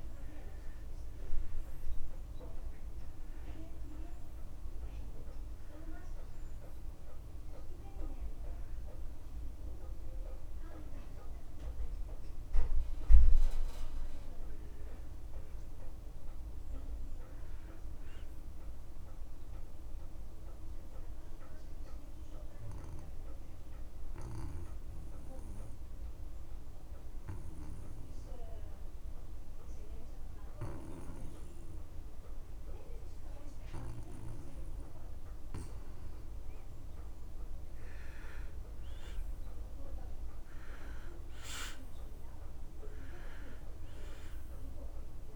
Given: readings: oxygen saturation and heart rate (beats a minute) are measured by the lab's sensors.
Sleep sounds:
breathing in sleep by a room microphone; 2
0.00-23.00 s: oxygen desaturation (device-marked, oxygen 85% lowest)
3.00-14.00 s: hypopnea (oxygen 96% before, 85% lowest)
16.50-19.50 s: arousal
22.00-35.50 s: obstructive apnea (oxygen 95% before, 88% lowest)
38.50-42.50 s: arousal
43.00-45.36 s: oxygen desaturation (device-marked, oxygen 97% before, 89% lowest)
From the record:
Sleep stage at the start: N2 (light sleep); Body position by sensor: on the back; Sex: male

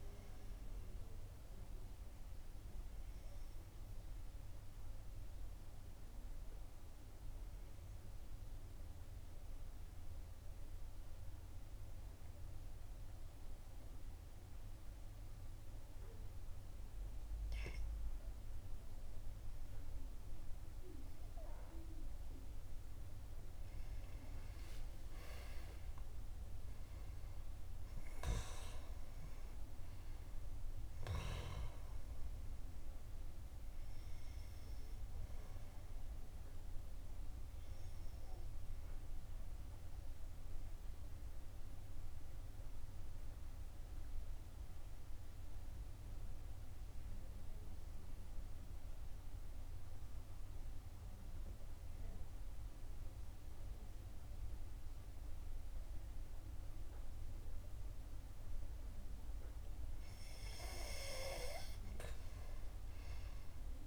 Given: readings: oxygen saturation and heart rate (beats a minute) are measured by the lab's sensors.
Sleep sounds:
breathing in sleep by a room microphone; 2
0.00-18.00 s: oxygen desaturation (device-marked, oxygen 88% lowest, heart rate 54 extreme)
4.00-18.50 s: obstructive apnea (oxygen 96% before, 88% lowest, heart rate 62 before, 55 extreme, up 9 after)
23.00-28.00 s: arousal
40.50-59.00 s: obstructive apnea (oxygen 98% before, 90% lowest, heart rate 63 before, 51 extreme, up 14 after)
46.00-61.00 s: oxygen desaturation (device-marked, oxygen 95% before, 92% lowest, heart rate 62 before, 52 extreme)
From the record:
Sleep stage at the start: N2 (light sleep); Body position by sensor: on the back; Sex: female

